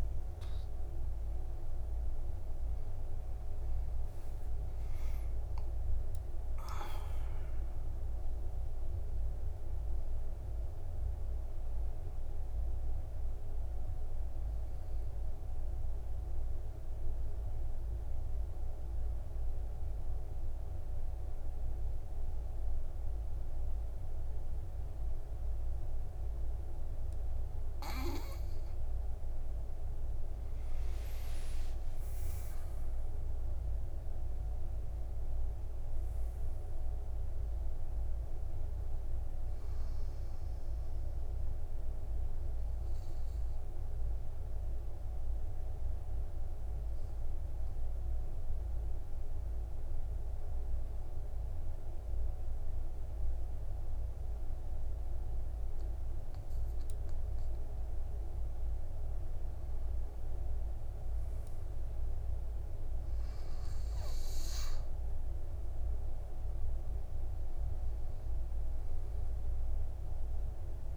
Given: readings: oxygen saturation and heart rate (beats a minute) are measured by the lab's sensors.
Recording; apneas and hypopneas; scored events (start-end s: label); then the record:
breathing in sleep, hard to hear, by a room microphone; 2
15.00-29.50 s: mixed apnea (oxygen 96% before, 95% lowest, heart rate 62 before, 54 extreme, up 24 after)
31.00-34.50 s: arousal
32.00-34.00 s: long interval between heartbeats (device-marked, heart rate 57 before, 78 extreme)
39.00-48.00 s: oxygen desaturation (device-marked, oxygen 99% before, 95% lowest, heart rate 65 before, 54 extreme)
42.00-58.00 s: obstructive apnea (oxygen 99% before, 94% lowest, heart rate 65 before, 54 extreme, up 10 after)
59.50-63.00 s: arousal
64.00-70.97 s: oxygen desaturation (device-marked, oxygen 99% before, 96% lowest, heart rate 57 before, 54 extreme)
From the record:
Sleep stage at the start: N2 (light sleep); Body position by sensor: on the back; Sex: male